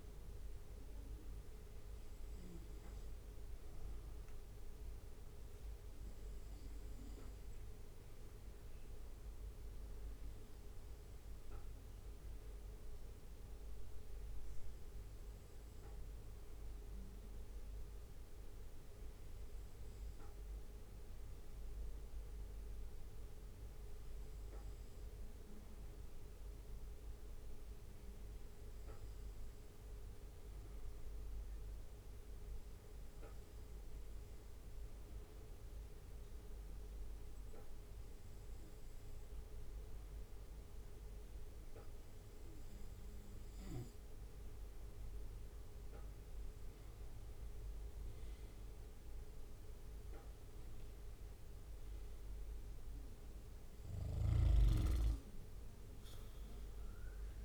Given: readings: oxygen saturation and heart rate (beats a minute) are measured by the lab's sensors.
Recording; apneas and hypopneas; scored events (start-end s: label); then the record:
breathing in sleep, hard to hear, by a room microphone; 1
0.00-46.50 s: bradycardia (device-marked, heart rate 57 extreme)
16.50-43.00 s: hypopnea (oxygen 98% before, 96% lowest, heart rate 59 before, 57 extreme, up 2 after)
50.50-55.50 s: bradycardia (device-marked, heart rate 59 before, 59 extreme)
From the record:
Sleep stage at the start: N2 (light sleep); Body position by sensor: on the back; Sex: male